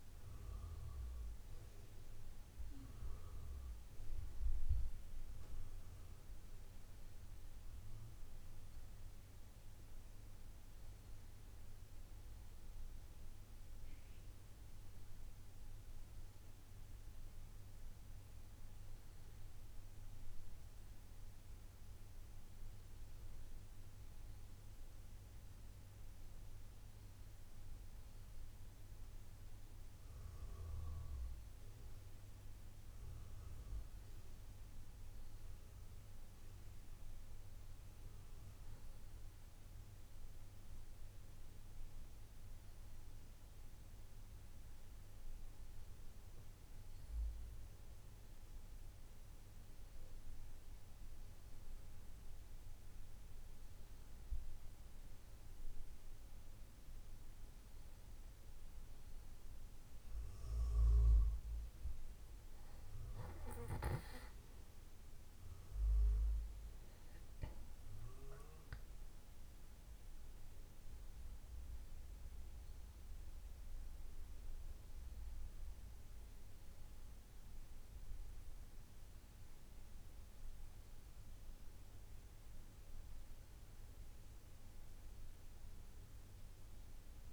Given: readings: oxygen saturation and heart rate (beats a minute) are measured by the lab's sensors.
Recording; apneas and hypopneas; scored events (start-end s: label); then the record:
breathing in sleep, hard to hear, by a room microphone; none
14.00-74.00 s: new sleep stage, N2 (light sleep)
74.00-87.33 s: new sleep stage, N1 (lightest sleep)
From the record:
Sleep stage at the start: N1 (lightest sleep); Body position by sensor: on the back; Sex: male